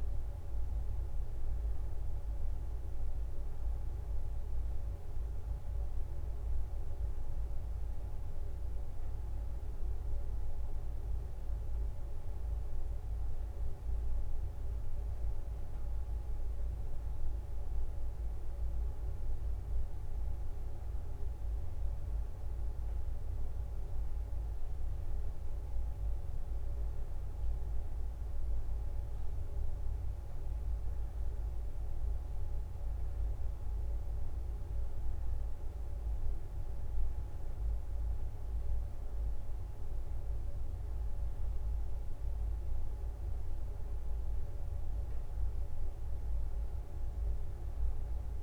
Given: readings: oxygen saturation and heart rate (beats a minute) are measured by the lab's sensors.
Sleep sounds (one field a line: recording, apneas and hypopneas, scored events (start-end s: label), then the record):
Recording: a person awake in a sleep study, hard to hear, by a room microphone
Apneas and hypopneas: none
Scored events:
2.00-7.50 s: leg movement (device-marked)
7.50-14.50 s: leg movement (device-marked)
16.00-21.00 s: leg movement (device-marked)
23.50-30.50 s: leg movement (device-marked)
31.00-37.50 s: leg movement (device-marked)
39.00-45.50 s: leg movement (device-marked)
From the record:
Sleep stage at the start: awake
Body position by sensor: on the back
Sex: female